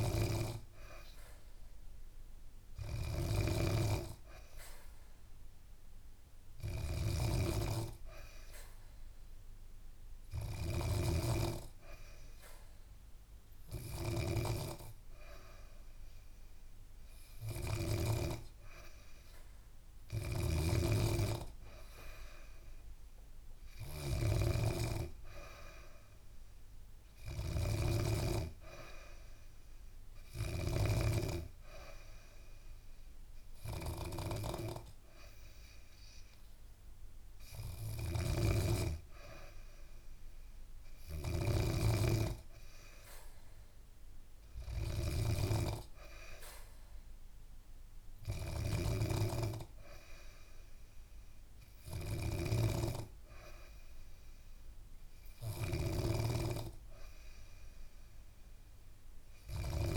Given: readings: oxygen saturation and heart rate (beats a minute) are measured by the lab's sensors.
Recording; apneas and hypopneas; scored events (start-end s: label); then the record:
breathing in sleep by a room microphone; none
0.00-18.00 s: snoring (device-marked)
20.00-30.50 s: snoring (device-marked)
37.50-59.97 s: snoring (device-marked)
From the record:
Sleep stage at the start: N3 (deep sleep); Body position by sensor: on the back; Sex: female